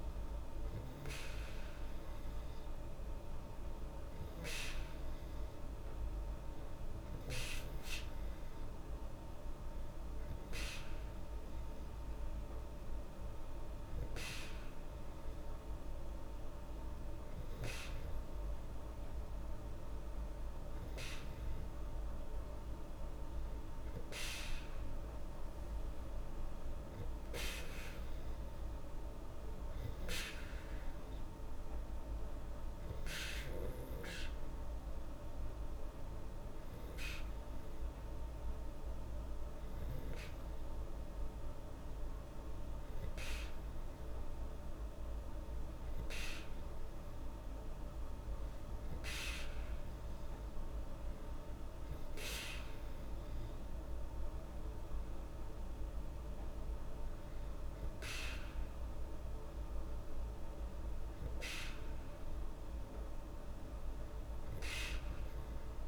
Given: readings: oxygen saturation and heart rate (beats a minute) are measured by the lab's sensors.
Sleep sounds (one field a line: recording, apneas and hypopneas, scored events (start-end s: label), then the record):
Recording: breathing in sleep by a room microphone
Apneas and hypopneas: none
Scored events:
none scored
From the record:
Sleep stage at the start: N2 (light sleep)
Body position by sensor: on the back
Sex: female